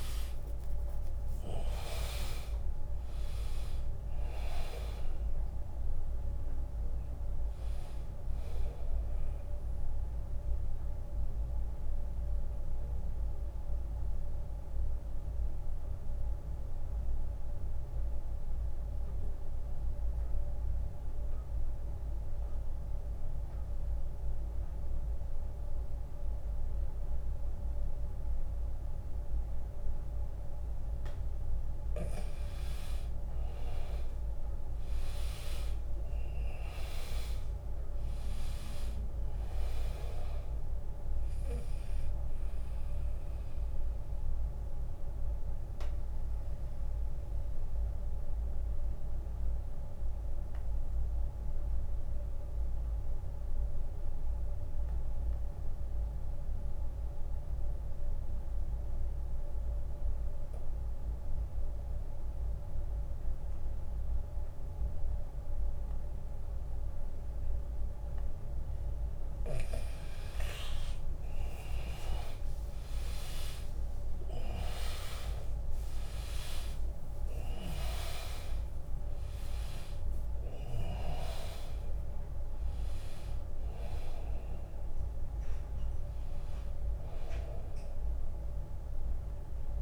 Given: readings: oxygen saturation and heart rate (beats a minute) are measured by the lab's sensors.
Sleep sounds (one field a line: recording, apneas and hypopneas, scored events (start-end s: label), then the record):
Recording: breathing in sleep by a room microphone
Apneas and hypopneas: 2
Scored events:
0.00-10.00 s: drop in pulse transit time (device-marked, heart rate 71 extreme)
0.00-23.00 s: oxygen desaturation (device-marked, oxygen 84% lowest, heart rate 71 extreme)
0.50-2.50 s: long interval between heartbeats (device-marked, heart rate 79 before, 79 extreme)
9.50-31.50 s: mixed apnea (oxygen 99% before, 84% lowest, heart rate 80 before, 70 extreme, up 15 after)
33.50-37.00 s: arousal
36.00-44.00 s: drop in pulse transit time (device-marked, heart rate 81 before, 76 extreme)
38.00-58.00 s: oxygen desaturation (device-marked, oxygen 100% before, 88% lowest, heart rate 82 before, 70 extreme)
43.50-67.50 s: mixed apnea (oxygen 100% before, 84% lowest, heart rate 81 before, 70 extreme, up 12 after)
70.50-75.00 s: arousal
72.00-89.82 s: oxygen desaturation (device-marked, oxygen 100% before, 84% lowest, heart rate 79 before, 71 extreme)
73.00-85.00 s: drop in pulse transit time (device-marked, heart rate 80 before, 79 extreme)
From the record:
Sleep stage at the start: N2 (light sleep)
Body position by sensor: on the back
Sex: male